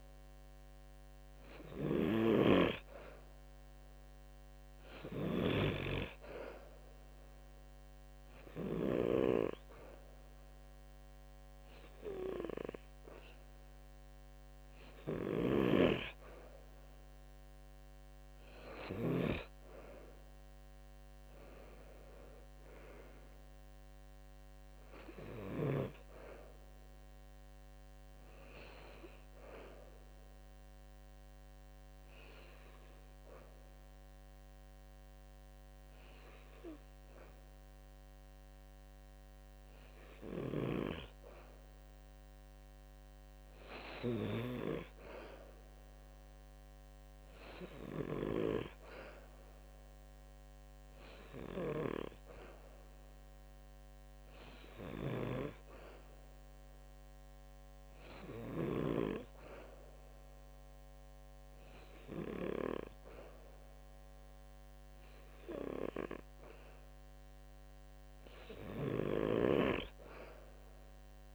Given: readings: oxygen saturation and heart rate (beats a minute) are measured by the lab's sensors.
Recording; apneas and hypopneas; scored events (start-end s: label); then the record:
breathing in sleep by a microphone on the trachea; 2
0.00-2.00 s: oxygen desaturation (device-marked, oxygen 90% lowest, heart rate 73 extreme)
0.00-8.50 s: snoring (device-marked)
7.00-17.00 s: hypopnea (oxygen 95% before, 92% lowest, heart rate 73 before, 71 extreme, up 8 after)
14.50-19.00 s: snoring (device-marked)
20.00-23.50 s: arousal
30.50-41.50 s: obstructive apnea (oxygen 95% before, 92% lowest, heart rate 76 before, 72 extreme, up 2 after)
40.00-48.00 s: snoring (device-marked)
44.00-47.00 s: arousal
54.50-62.00 s: snoring (device-marked)
58.00-66.00 s: oxygen desaturation (device-marked, oxygen 96% before, 93% lowest, heart rate 73 before, 71 extreme)
68.00-71.35 s: snoring (device-marked)
From the record:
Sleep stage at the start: N2 (light sleep); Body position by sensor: on the back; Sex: male